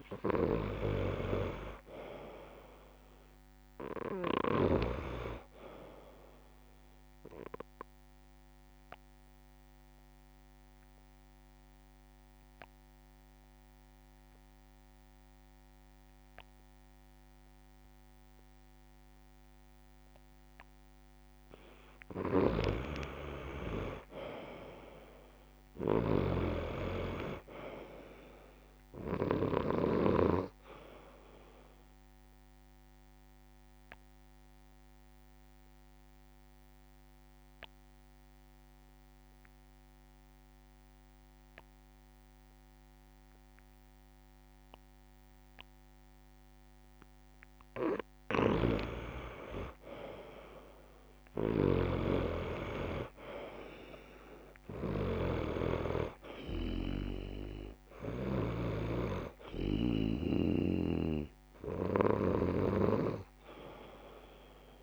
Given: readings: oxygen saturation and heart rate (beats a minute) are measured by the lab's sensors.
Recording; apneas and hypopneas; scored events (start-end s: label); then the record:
breathing in sleep by a microphone on the trachea; 2
0.00-1.00 s: arousal
3.00-22.00 s: oxygen desaturation (device-marked, oxygen 98% before, 90% lowest)
8.00-22.00 s: obstructive apnea (oxygen 98% before, 88% lowest)
24.00-27.00 s: arousal
24.00-44.00 s: oxygen desaturation (device-marked, oxygen 96% before, 88% lowest)
26.00-30.00 s: snoring (device-marked)
33.00-48.00 s: obstructive apnea (oxygen 96% before, 88% lowest)
49.50-53.00 s: arousal
51.00-64.82 s: oxygen desaturation (device-marked, oxygen 97% before, 89% lowest)
55.50-59.00 s: snoring (device-marked)
From the record:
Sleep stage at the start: N2 (light sleep); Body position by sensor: on the back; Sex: male